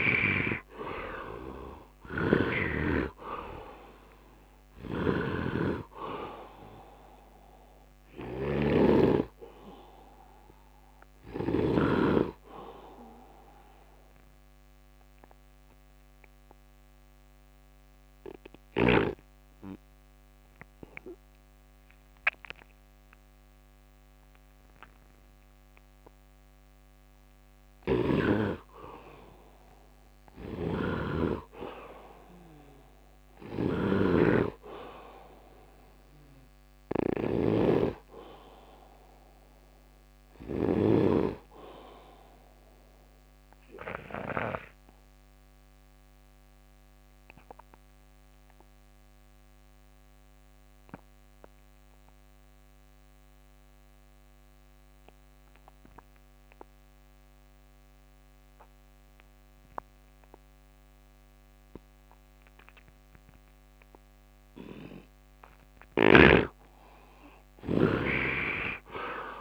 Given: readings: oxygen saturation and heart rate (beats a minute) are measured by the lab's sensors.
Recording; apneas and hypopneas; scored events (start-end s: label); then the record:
breathing in sleep by a microphone on the trachea; 2
0.00-2.00 s: arousal
0.00-2.50 s: snoring (device-marked)
0.00-22.50 s: oxygen desaturation (device-marked, oxygen 74% lowest, heart rate 74 extreme)
4.50-11.50 s: snoring (device-marked)
9.00-28.50 s: obstructive apnea (oxygen 99% before, 74% lowest, heart rate 80 before, 68 extreme, up 3 after)
27.50-41.00 s: snoring (device-marked)
30.50-34.50 s: arousal
37.50-65.00 s: obstructive apnea (oxygen 100% before, 80% lowest, heart rate 81 before, 68 extreme, up 9 after)
38.50-48.50 s: oxygen desaturation (device-marked, oxygen 99% before, 91% lowest, heart rate 81 before, 68 extreme)
61.50-69.41 s: oxygen desaturation (device-marked, oxygen 97% before, 80% lowest, heart rate 73 before, 65 extreme)
68.00-69.41 s: snoring (device-marked)
From the record:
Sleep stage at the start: N2 (light sleep); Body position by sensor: on the right side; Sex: male